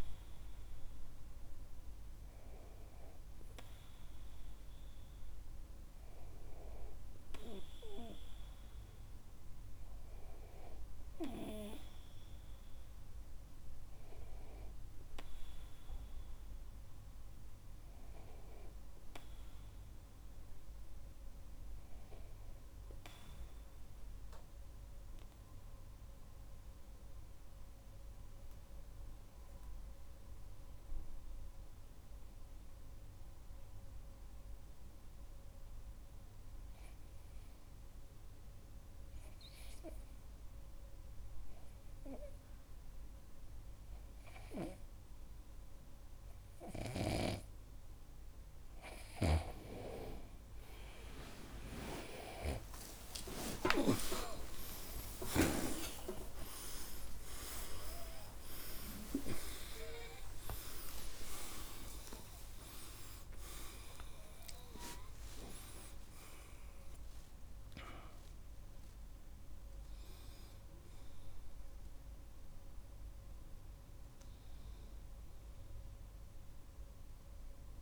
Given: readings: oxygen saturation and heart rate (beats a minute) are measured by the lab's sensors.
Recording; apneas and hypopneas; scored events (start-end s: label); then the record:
breathing in sleep by a room microphone; 1
16.50-20.50 s: arousal
25.00-47.50 s: mixed apnea (oxygen 98% before, 90% lowest)
54.00-59.50 s: arousal
61.00-77.82 s: new sleep stage, N1 (lightest sleep)
70.00-77.82 s: oxygen desaturation (device-marked, oxygen 97% before, 90% lowest)
From the record:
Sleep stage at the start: REM sleep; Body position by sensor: on the back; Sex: male